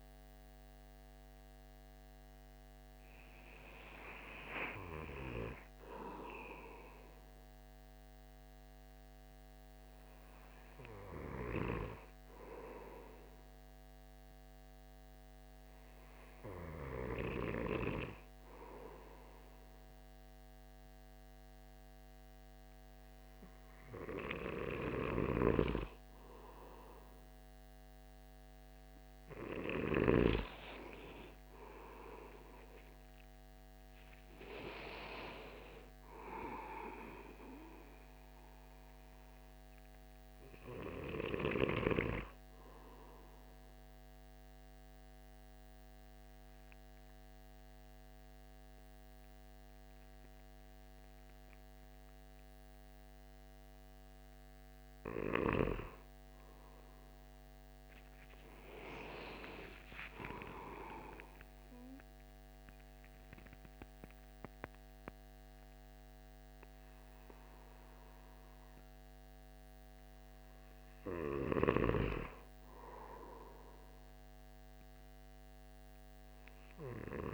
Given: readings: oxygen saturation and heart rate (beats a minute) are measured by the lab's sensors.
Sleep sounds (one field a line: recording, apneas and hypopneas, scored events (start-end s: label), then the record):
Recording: breathing in sleep by a microphone on the trachea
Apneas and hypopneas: 3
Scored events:
0.00-2.00 s: oxygen desaturation (device-marked, oxygen 92% lowest)
9.50-24.50 s: hypopnea (oxygen 96% before, 93% lowest)
31.50-35.50 s: arousal
44.00-54.50 s: obstructive apnea (oxygen 97% before, 93% lowest, heart rate 55 before, 148 extreme, up 58 after)
56.50-60.00 s: arousal
62.00-72.00 s: obstructive apnea (oxygen 97% before, 93% lowest, heart rate 163 before, 178 extreme, up 21 after)
63.00-77.34 s: oxygen desaturation (device-marked, oxygen 97% before, 93% lowest, heart rate 166 before, 127 extreme)
73.50-77.34 s: arousal
From the record:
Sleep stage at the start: N2 (light sleep)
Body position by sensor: on the back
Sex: male